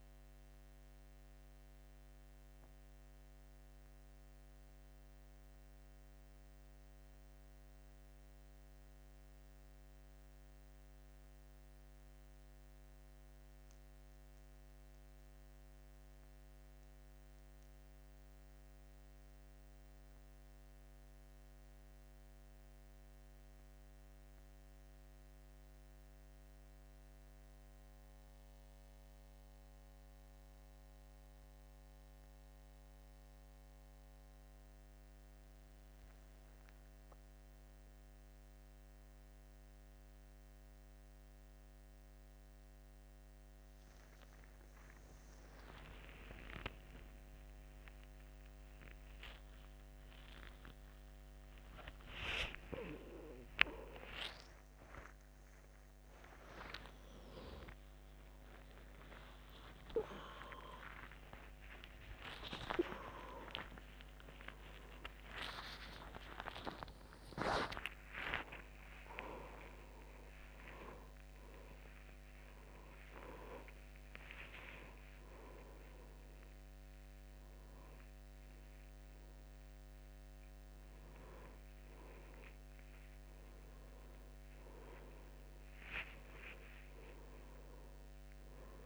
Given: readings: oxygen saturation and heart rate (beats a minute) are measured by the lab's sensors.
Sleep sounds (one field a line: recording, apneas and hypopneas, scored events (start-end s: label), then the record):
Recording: a person awake in a sleep study, by a microphone on the trachea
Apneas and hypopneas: 1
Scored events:
1.50-11.50 s: hypopnea (oxygen 97% before, 93% lowest, heart rate 82 before, 72 extreme, up 3 after)
13.50-16.00 s: arousal
15.50-34.50 s: oxygen desaturation (device-marked, oxygen 97% before, 93% lowest, heart rate 74 before, 73 extreme)
43.50-88.85 s: new sleep stage, awake
From the record:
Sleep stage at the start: N2 (light sleep)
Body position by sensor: on the back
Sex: male